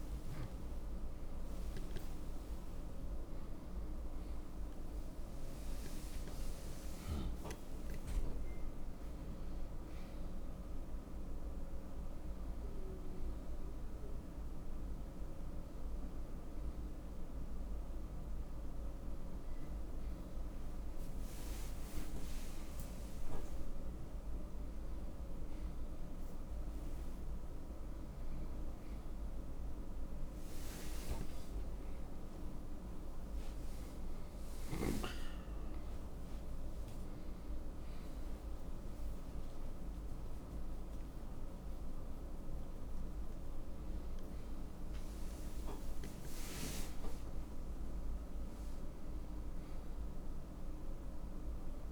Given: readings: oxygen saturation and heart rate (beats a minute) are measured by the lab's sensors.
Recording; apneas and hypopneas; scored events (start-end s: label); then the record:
a person awake in a sleep study, hard to hear, by a room microphone; none
8.50-23.50 s: oxygen desaturation (device-marked, oxygen 97% before, 84% lowest, heart rate 103 before, 61 extreme)
48.50-51.92 s: new sleep stage, N1 (lightest sleep)
From the record:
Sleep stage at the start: awake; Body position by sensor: on the right side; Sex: male